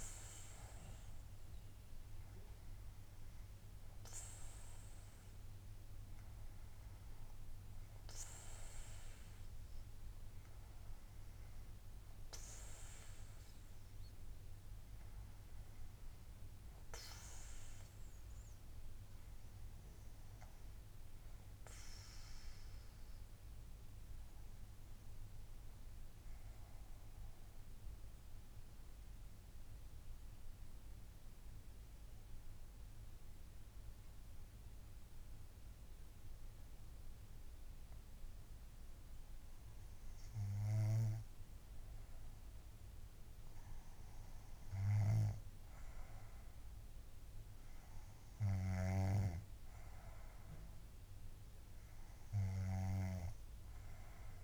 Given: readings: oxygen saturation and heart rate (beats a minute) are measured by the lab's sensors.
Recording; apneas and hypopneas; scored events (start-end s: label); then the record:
breathing in sleep by a room microphone; 1
25.50-41.50 s: mixed apnea (oxygen 98% before, 87% lowest, heart rate 66 before, 56 extreme, up 14 after)
43.50-47.00 s: arousal
46.50-54.44 s: oxygen desaturation (device-marked, oxygen 96% before, 91% lowest, heart rate 62 before, 60 extreme)
From the record:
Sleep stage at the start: N2 (light sleep); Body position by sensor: on the back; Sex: female